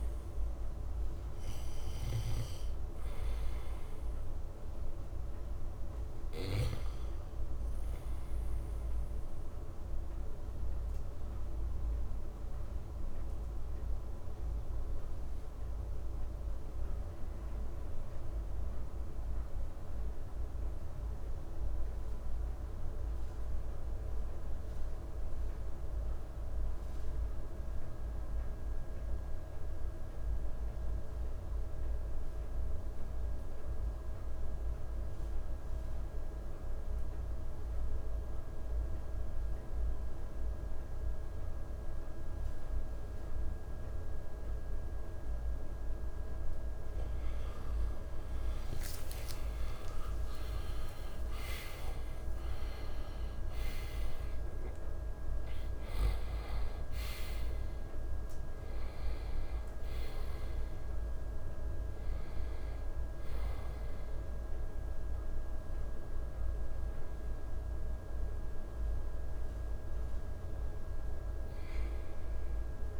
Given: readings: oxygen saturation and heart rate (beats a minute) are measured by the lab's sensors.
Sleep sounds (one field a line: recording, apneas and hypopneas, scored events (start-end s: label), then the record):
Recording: breathing in sleep, hard to hear, by a room microphone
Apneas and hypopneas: 1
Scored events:
0.00-6.00 s: oxygen desaturation (device-marked, oxygen 92% lowest, heart rate 56 extreme)
8.50-47.00 s: obstructive apnea (oxygen 97% before, 86% lowest, heart rate 64 before, 56 extreme)
37.00-73.00 s: oxygen desaturation (device-marked, oxygen 97% before, 86% lowest, heart rate 59 before, 56 extreme)
46.00-52.00 s: tachycardia (device-marked, heart rate 60 before, 115 extreme)
47.50-53.00 s: arousal
From the record:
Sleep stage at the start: REM sleep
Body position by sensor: on the right side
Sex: male